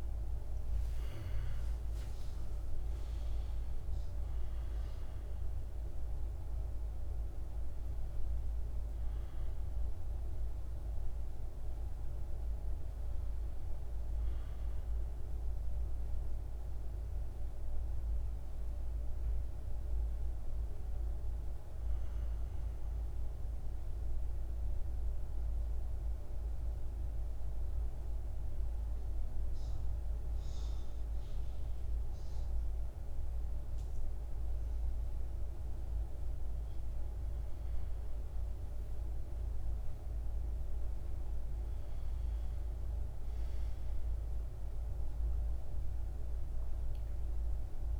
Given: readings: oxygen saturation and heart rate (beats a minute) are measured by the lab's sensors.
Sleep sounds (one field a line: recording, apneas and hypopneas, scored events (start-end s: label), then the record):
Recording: breathing in sleep, hard to hear, by a room microphone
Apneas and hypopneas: 1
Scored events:
0.00-23.50 s: oxygen desaturation (device-marked, oxygen 85% lowest, heart rate 54 extreme)
22.50-36.00 s: central apnea (oxygen 99% before, 87% lowest, heart rate 65 before, 54 extreme, up 12 after)
37.50-41.00 s: arousal
41.50-48.00 s: oxygen desaturation (device-marked, oxygen 99% before, 92% lowest, heart rate 58 before, 52 extreme)
From the record:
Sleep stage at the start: N2 (light sleep)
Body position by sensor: on the back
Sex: male